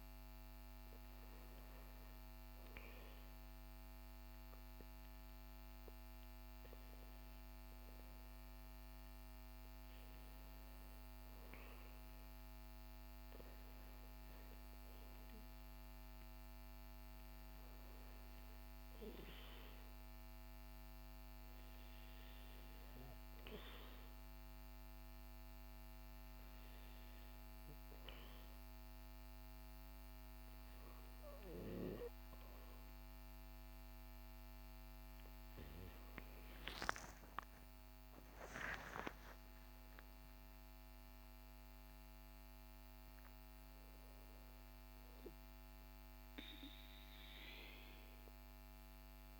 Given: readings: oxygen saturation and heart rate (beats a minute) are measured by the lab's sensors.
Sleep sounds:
breathing in sleep by a microphone on the trachea; 1
18.00-30.00 s: hypopnea (oxygen 97% before, 96% lowest, heart rate 61 before, 45 extreme, up 8 after)
35.50-40.00 s: arousal
From the record:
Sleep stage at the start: REM sleep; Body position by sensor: on the back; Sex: male

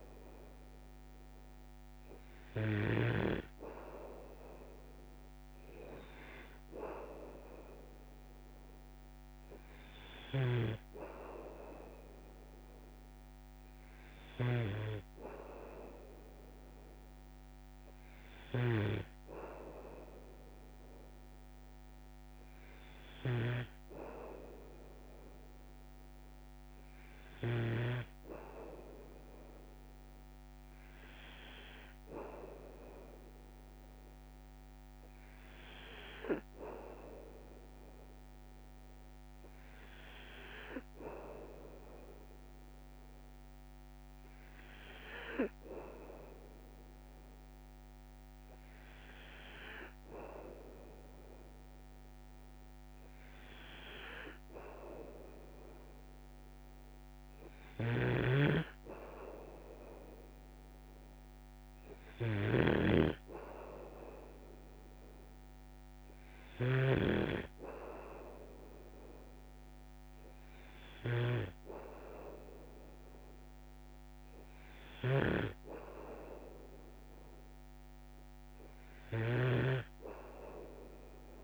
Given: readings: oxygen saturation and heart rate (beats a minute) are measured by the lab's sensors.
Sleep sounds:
breathing in sleep by a microphone on the trachea; none
0.00-3.00 s: snoring (device-marked)
10.00-28.00 s: snoring (device-marked)
57.50-81.44 s: snoring (device-marked)
From the record:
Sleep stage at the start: N2 (light sleep); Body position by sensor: on the back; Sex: male

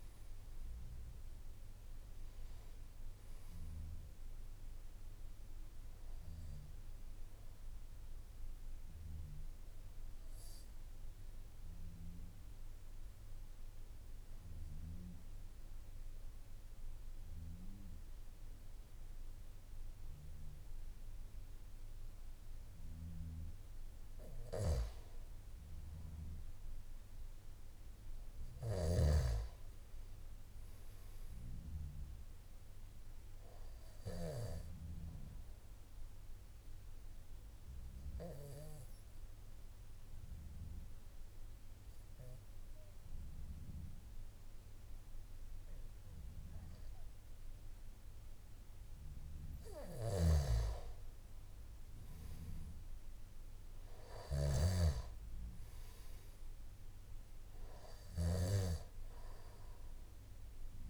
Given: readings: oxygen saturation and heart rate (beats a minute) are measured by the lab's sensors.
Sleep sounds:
breathing in sleep by a room microphone; 2
0.00-22.00 s: oxygen desaturation (device-marked, oxygen 89% lowest, heart rate 50 extreme)
9.00-23.50 s: obstructive apnea (oxygen 98% before, 89% lowest, heart rate 57 before, 50 extreme, up 7 after)
11.00-60.90 s: new sleep stage, N2 (light sleep)
36.50-49.50 s: obstructive apnea (oxygen 98% before, 90% lowest, heart rate 54 before, 50 extreme, up 7 after)
50.00-54.50 s: snoring (device-marked)
From the record:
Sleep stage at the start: N1 (lightest sleep); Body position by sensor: on the back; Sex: male

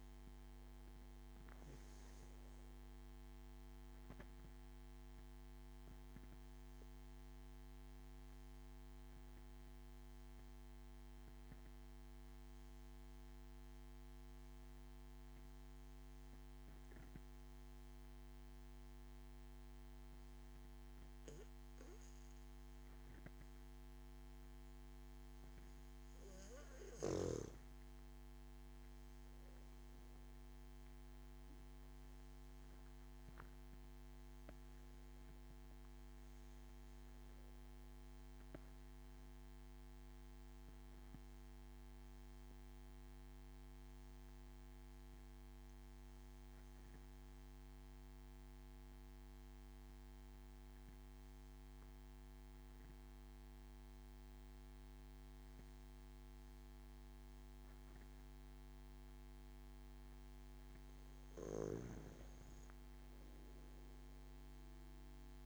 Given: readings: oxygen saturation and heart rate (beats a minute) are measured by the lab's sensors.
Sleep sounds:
breathing in sleep, hard to hear, by a microphone on the trachea; 2
5.00-26.50 s: obstructive apnea (oxygen 97% before, 93% lowest)
27.50-57.50 s: new sleep stage, N1 (lightest sleep)
28.00-32.50 s: arousal
40.50-61.00 s: obstructive apnea (oxygen 97% before, 94% lowest)
57.50-65.46 s: new sleep stage, N2 (light sleep)
61.50-65.46 s: snoring (device-marked)
63.50-65.46 s: arousal
From the record:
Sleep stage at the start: N2 (light sleep); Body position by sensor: on the back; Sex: male

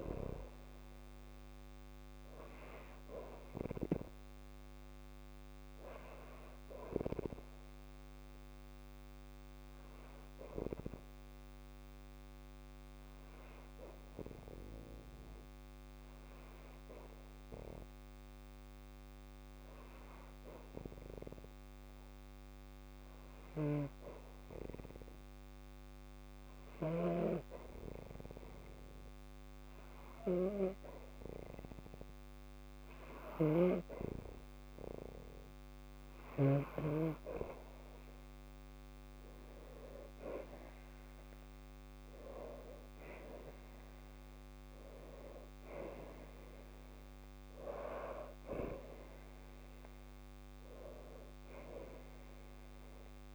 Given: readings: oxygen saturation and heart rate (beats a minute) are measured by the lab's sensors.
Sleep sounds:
breathing in sleep by a microphone on the trachea; 1
7.50-23.50 s: oxygen desaturation (device-marked, oxygen 94% before, 91% lowest, heart rate 55 before, 51 extreme)
10.00-30.50 s: hypopnea (oxygen 96% before, 91% lowest, heart rate 54 before, 51 extreme, up 4 after)
32.50-36.00 s: snoring (device-marked)
33.50-37.50 s: arousal
From the record:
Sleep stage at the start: N2 (light sleep); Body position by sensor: on the back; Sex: female

